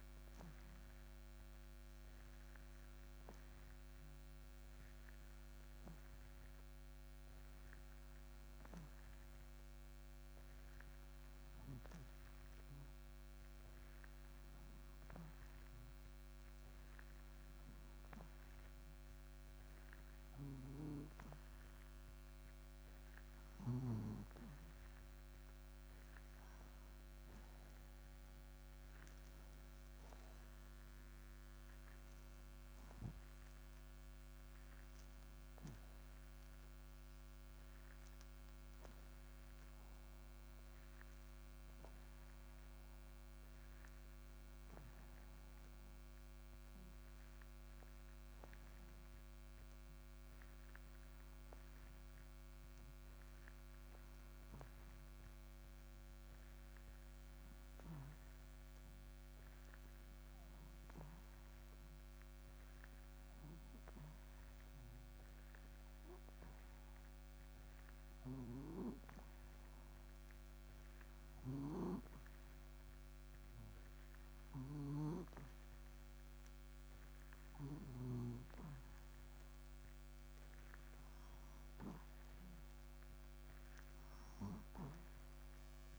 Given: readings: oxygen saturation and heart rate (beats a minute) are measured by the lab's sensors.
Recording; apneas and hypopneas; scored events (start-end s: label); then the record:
breathing in sleep by a microphone on the trachea; 2
3.50-23.50 s: hypopnea (oxygen 96% before, 90% lowest, heart rate 61 before, 59 extreme, up 6 after)
28.00-32.50 s: arousal
42.00-63.00 s: oxygen desaturation (device-marked, oxygen 95% before, 90% lowest, heart rate 63 before, 59 extreme)
45.50-77.00 s: hypopnea (oxygen 95% before, 89% lowest, heart rate 63 before, 59 extreme, up 2 after)
79.50-83.50 s: arousal
82.00-85.99 s: oxygen desaturation (device-marked, oxygen 96% before, 89% lowest, heart rate 61 before, 59 extreme)
From the record:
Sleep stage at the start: N2 (light sleep); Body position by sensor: on the back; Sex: male